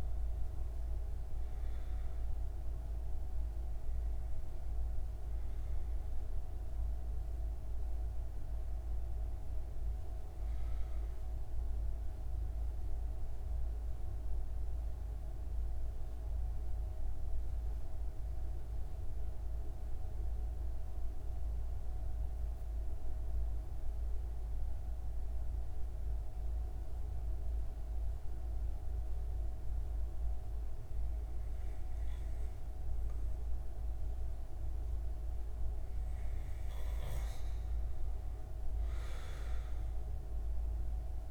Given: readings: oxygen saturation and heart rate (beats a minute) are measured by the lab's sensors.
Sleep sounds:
breathing in sleep, hard to hear, by a room microphone; 1
0.00-14.00 s: oxygen desaturation (device-marked, oxygen 92% lowest)
12.00-33.00 s: central apnea (oxygen 96% before, 93% lowest)
35.50-39.00 s: arousal
36.00-41.31 s: oxygen desaturation (device-marked, oxygen 97% before, 93% lowest)
From the record:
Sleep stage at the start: N2 (light sleep); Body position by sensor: on the right side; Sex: male

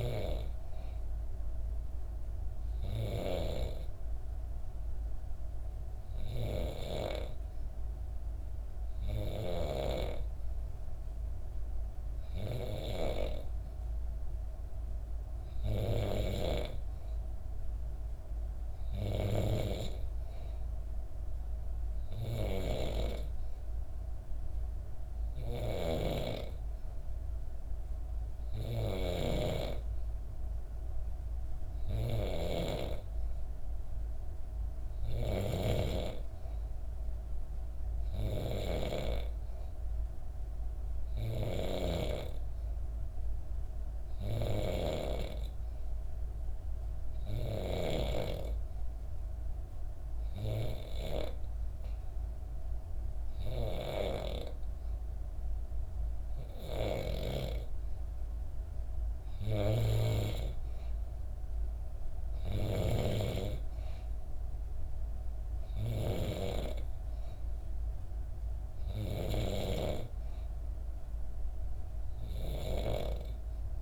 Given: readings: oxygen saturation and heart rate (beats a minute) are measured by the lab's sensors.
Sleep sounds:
breathing in sleep by a room microphone; 1
25.00-47.50 s: snoring (device-marked)
46.00-58.50 s: hypopnea (oxygen 95% before, 91% lowest, heart rate 67 before, 65 extreme, up 1 after)
56.50-66.00 s: snoring (device-marked)
60.50-64.00 s: arousal
From the record:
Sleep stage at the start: N3 (deep sleep); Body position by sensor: on the back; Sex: female

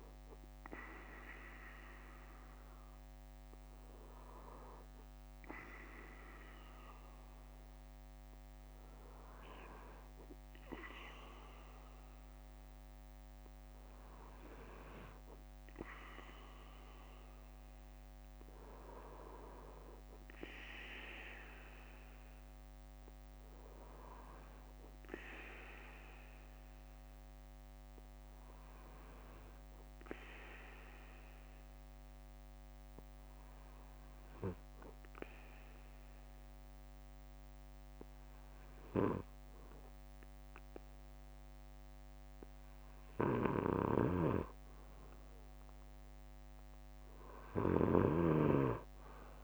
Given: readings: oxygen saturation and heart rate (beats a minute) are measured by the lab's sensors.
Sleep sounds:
breathing in sleep by a microphone on the trachea; 1
0.00-30.50 s: bradycardia (device-marked, heart rate 49 extreme)
19.50-23.50 s: arousal
27.50-43.00 s: hypopnea (oxygen 98% before, 95% lowest, heart rate 56 before, 55 extreme, up 7 after)
32.50-38.50 s: bradycardia (device-marked, heart rate 59 before, 58 extreme)
46.00-49.43 s: arousal
From the record:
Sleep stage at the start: N2 (light sleep); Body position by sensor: on the back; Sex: male

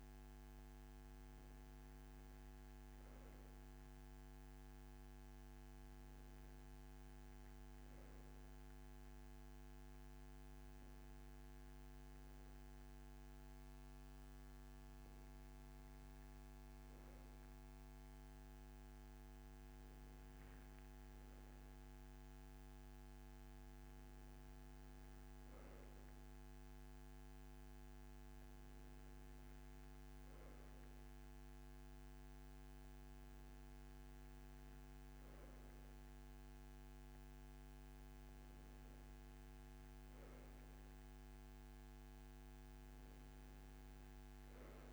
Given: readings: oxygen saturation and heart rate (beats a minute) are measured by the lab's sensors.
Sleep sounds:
breathing in sleep, hard to hear, by a microphone on the trachea; none
none scored
From the record:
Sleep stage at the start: N2 (light sleep); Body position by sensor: on the right side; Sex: male

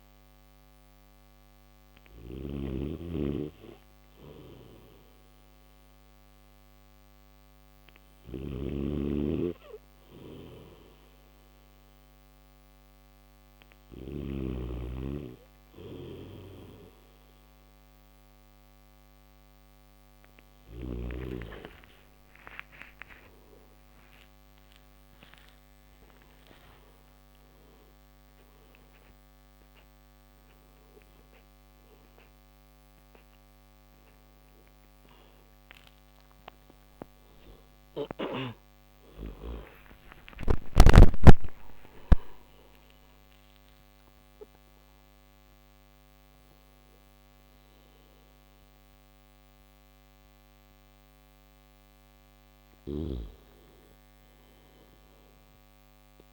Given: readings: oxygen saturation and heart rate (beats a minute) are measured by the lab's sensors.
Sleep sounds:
breathing in sleep by a microphone on the trachea; none
0.00-14.00 s: snoring (device-marked)
From the record:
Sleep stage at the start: N3 (deep sleep); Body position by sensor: on the back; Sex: male

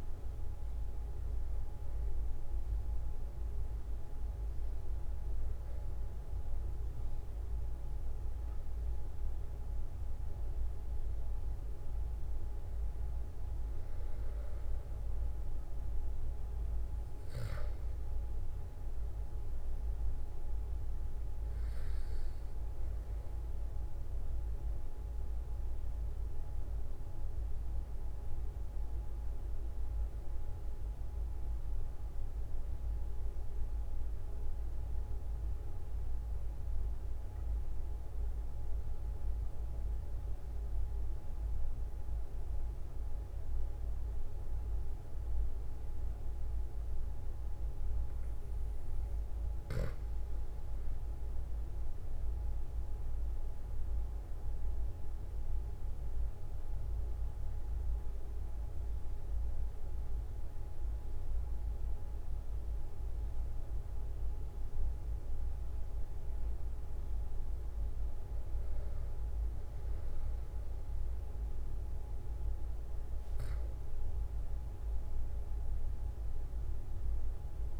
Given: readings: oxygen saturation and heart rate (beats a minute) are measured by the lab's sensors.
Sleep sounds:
breathing in sleep, hard to hear, by a room microphone; 1
0.00-2.50 s: arousal
24.00-48.00 s: obstructive apnea (oxygen 96% before, 93% lowest, heart rate 46 before, 43 extreme, up 5 after)
50.50-55.00 s: arousal
From the record:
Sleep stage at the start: N2 (light sleep); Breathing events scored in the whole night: 240 in 4.3 hours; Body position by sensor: on the back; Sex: male

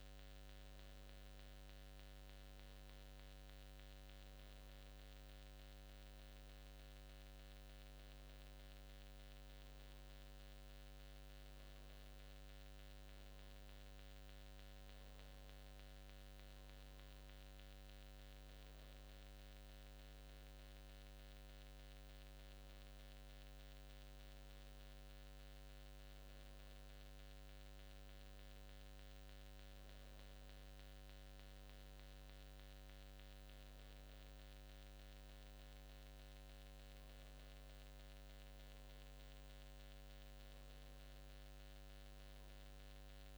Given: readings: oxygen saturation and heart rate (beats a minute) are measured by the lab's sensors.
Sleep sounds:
breathing in sleep, hard to hear, by a microphone on the trachea; none
none scored
From the record:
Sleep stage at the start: N2 (light sleep); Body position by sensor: on the back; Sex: male

